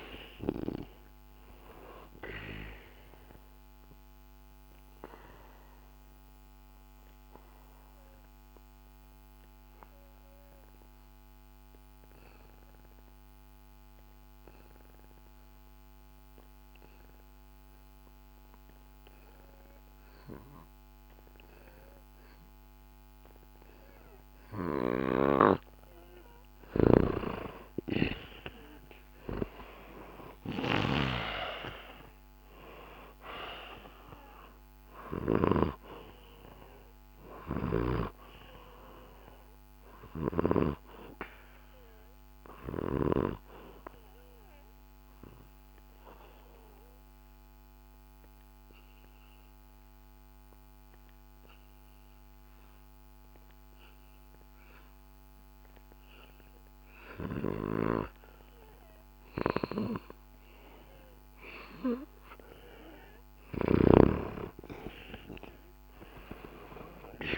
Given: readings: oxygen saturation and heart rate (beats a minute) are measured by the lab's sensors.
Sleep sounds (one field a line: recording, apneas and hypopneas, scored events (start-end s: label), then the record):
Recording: breathing in sleep by a microphone on the trachea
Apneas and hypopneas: 2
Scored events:
2.50-26.00 s: obstructive apnea (oxygen 98% before, 90% lowest, heart rate 66 before, 64 extreme, up 2 after)
4.50-20.50 s: oxygen desaturation (device-marked, oxygen 98% before, 90% lowest, heart rate 66 before, 64 extreme)
28.00-32.50 s: arousal
30.50-54.50 s: oxygen desaturation (device-marked, oxygen 98% before, 90% lowest, heart rate 67 before, 64 extreme)
39.00-63.00 s: obstructive apnea (oxygen 98% before, 90% lowest, heart rate 66 before, 64 extreme, up 0 after)
65.00-67.38 s: arousal
From the record:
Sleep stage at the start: N2 (light sleep)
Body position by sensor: on the back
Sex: male